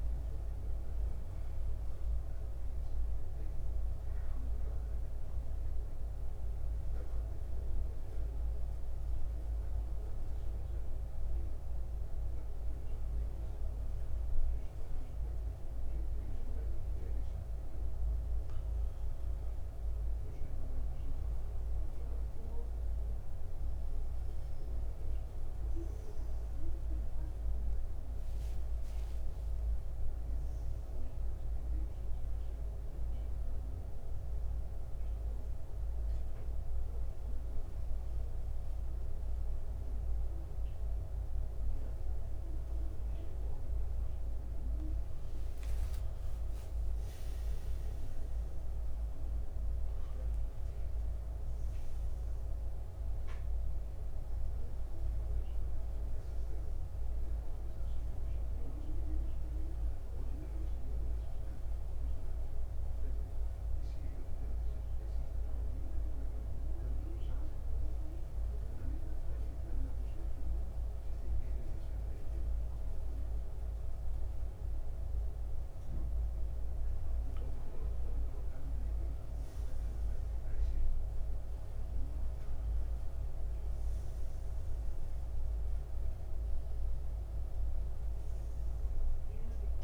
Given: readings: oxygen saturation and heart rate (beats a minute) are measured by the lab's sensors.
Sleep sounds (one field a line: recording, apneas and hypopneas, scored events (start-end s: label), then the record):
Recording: breathing in sleep, hard to hear, by a room microphone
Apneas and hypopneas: 3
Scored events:
5.00-17.50 s: hypopnea (oxygen 92% before, 88% lowest, heart rate 79 before, 72 extreme, up 8 after)
19.00-23.50 s: arousal
27.50-40.50 s: oxygen desaturation (device-marked, oxygen 95% before, 90% lowest, heart rate 75 before, 73 extreme)
35.00-46.00 s: hypopnea (oxygen 95% before, 87% lowest, heart rate 77 before, 73 extreme, up 7 after)
47.50-51.00 s: arousal
50.50-70.50 s: oxygen desaturation (device-marked, oxygen 93% before, 88% lowest, heart rate 76 before, 75 extreme)
65.50-76.00 s: hypopnea (oxygen 93% before, 86% lowest, heart rate 79 before, 74 extreme, up 6 after)
78.00-81.50 s: arousal
81.50-89.84 s: oxygen desaturation (device-marked, oxygen 93% before, 87% lowest, heart rate 77 before, 71 extreme)
From the record:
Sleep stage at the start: N2 (light sleep)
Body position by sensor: on the back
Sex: male